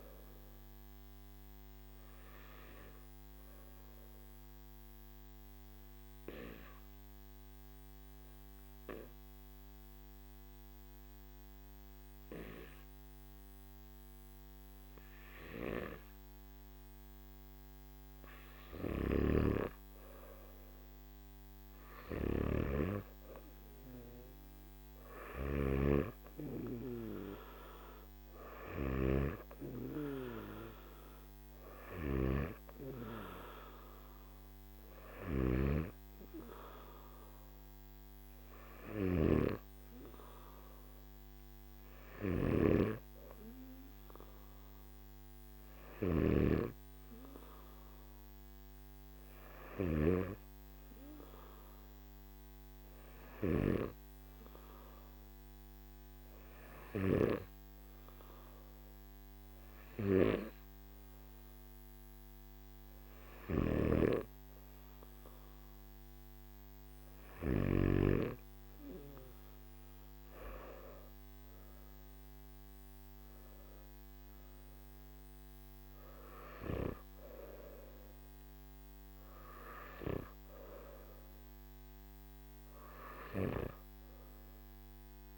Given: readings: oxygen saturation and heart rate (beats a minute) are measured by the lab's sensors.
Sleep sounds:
breathing in sleep by a microphone on the trachea; 1
0.00-12.50 s: oxygen desaturation (device-marked, oxygen 94% lowest, heart rate 49 extreme)
1.50-18.00 s: obstructive apnea (oxygen 99% before, 94% lowest, heart rate 58 before, 52 extreme, up 8 after)
23.50-39.50 s: oxygen desaturation (device-marked, oxygen 98% before, 94% lowest, heart rate 54 before, 54 extreme)
25.00-29.00 s: snoring (device-marked)
From the record:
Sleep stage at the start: N3 (deep sleep); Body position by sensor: on the back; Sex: male

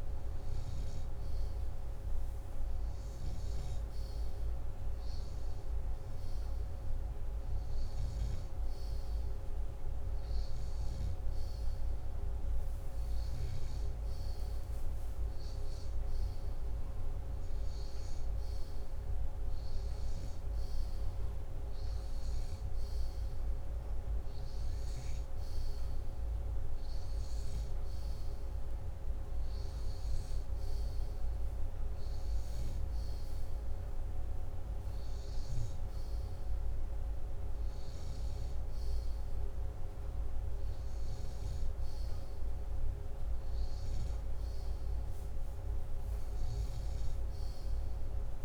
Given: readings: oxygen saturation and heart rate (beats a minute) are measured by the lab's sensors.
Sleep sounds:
breathing in sleep, hard to hear, by a room microphone; none
none scored
From the record:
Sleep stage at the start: N2 (light sleep); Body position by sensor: upright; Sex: male

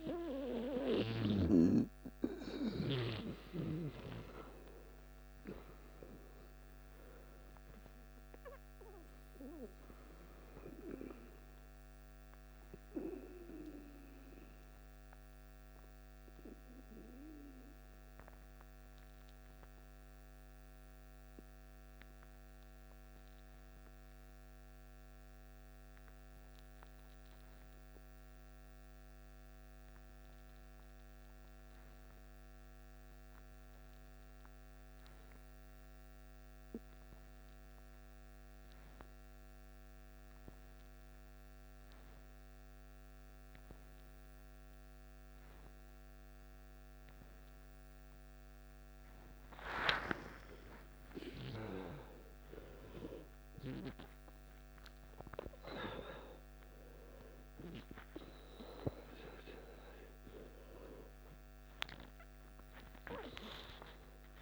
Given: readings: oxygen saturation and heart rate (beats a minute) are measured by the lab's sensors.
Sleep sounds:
breathing in sleep by a microphone on the trachea; 1
0.00-6.50 s: oxygen desaturation (device-marked, oxygen 88% lowest, heart rate 54 extreme)
12.50-49.00 s: mixed apnea (oxygen 93% before, 87% lowest, heart rate 63 before, 55 extreme, up 13 after)
38.50-62.50 s: oxygen desaturation (device-marked, oxygen 97% before, 88% lowest, heart rate 56 before, 53 extreme)
43.50-64.42 s: new sleep stage, N1 (lightest sleep)
50.00-56.00 s: arousal
From the record:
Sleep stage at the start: N2 (light sleep); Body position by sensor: on the left side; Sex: male

